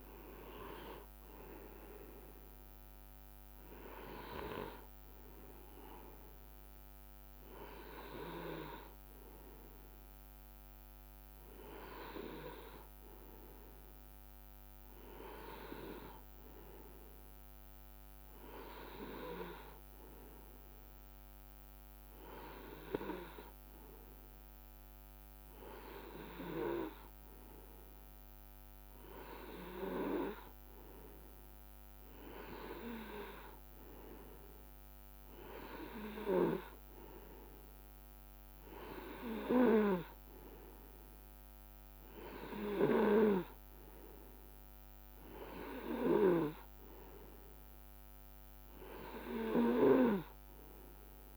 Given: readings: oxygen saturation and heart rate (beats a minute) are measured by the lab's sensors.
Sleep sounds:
breathing in sleep by a microphone on the trachea; none
none scored
From the record:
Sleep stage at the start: N2 (light sleep); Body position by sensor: on the right side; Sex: male

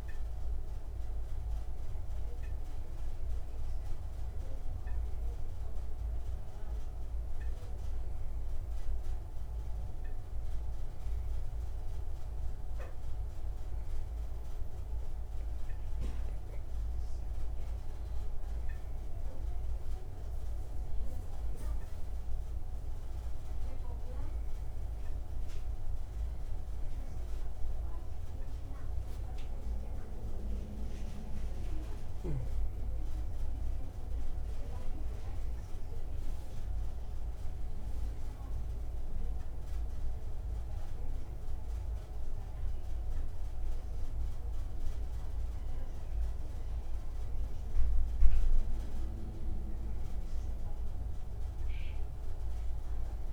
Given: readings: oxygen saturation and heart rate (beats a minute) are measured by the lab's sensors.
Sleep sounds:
breathing in sleep, hard to hear, by a room microphone; none
15.50-53.33 s: new sleep stage, N2 (light sleep)
From the record:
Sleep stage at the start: N1 (lightest sleep); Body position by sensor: on the right side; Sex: male

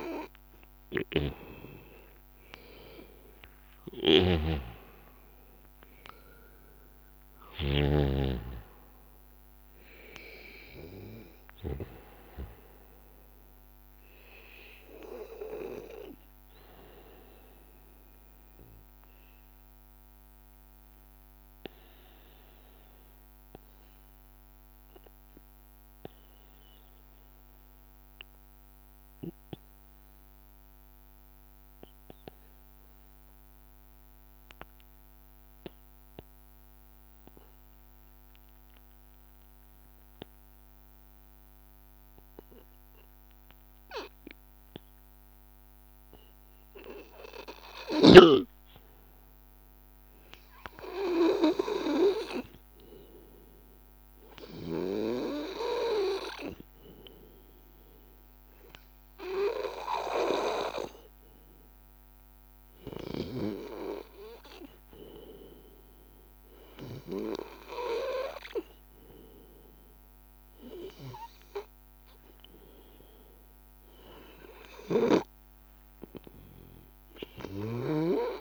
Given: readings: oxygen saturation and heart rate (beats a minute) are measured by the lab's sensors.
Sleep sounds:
breathing in sleep by a microphone on the trachea; 1
0.00-24.00 s: oxygen desaturation (device-marked, oxygen 94% lowest, heart rate 79 extreme)
16.00-47.50 s: obstructive apnea (oxygen 97% before, 94% lowest, heart rate 81 before, 79 extreme, up 2 after)
42.00-74.00 s: oxygen desaturation (device-marked, oxygen 99% before, 94% lowest, heart rate 81 before, 80 extreme)
49.50-54.00 s: arousal
From the record:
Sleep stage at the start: N2 (light sleep); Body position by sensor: on the back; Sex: male

